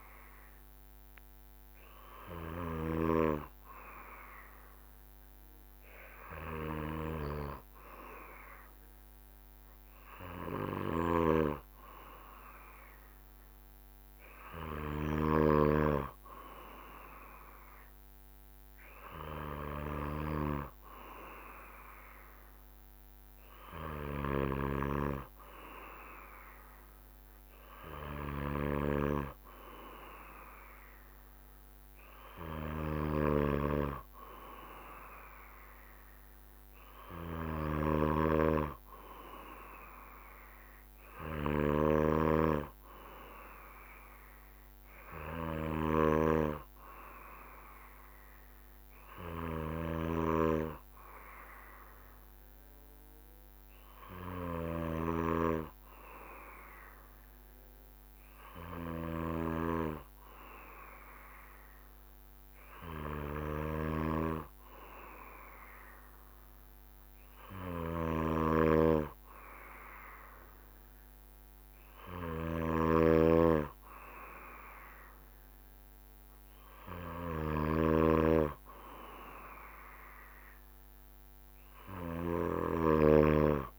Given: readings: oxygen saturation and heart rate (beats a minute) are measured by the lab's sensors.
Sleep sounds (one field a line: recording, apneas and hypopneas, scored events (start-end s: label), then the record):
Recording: breathing in sleep by a microphone on the trachea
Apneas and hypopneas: 1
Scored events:
24.50-29.00 s: snoring (device-marked)
36.50-40.00 s: arousal
38.00-55.50 s: snoring (device-marked)
48.50-61.50 s: obstructive apnea (oxygen 96% before, 95% lowest, heart rate 67 before, 64 extreme, up 1 after)
63.50-67.00 s: arousal
68.00-78.00 s: snoring (device-marked)
From the record:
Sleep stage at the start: N2 (light sleep)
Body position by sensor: on the back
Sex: male